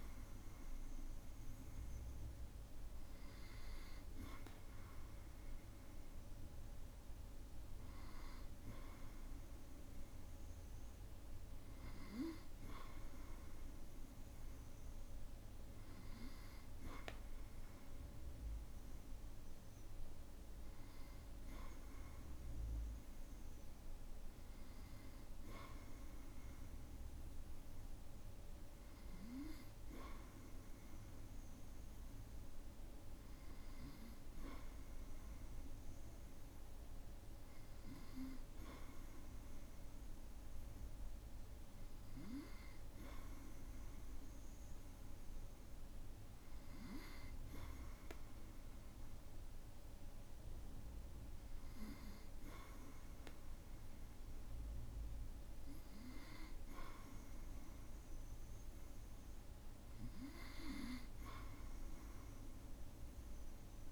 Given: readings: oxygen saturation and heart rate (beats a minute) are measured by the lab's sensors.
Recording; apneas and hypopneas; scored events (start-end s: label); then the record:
breathing in sleep by a room microphone; none
none scored
From the record:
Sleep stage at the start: N2 (light sleep); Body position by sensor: on the back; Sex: male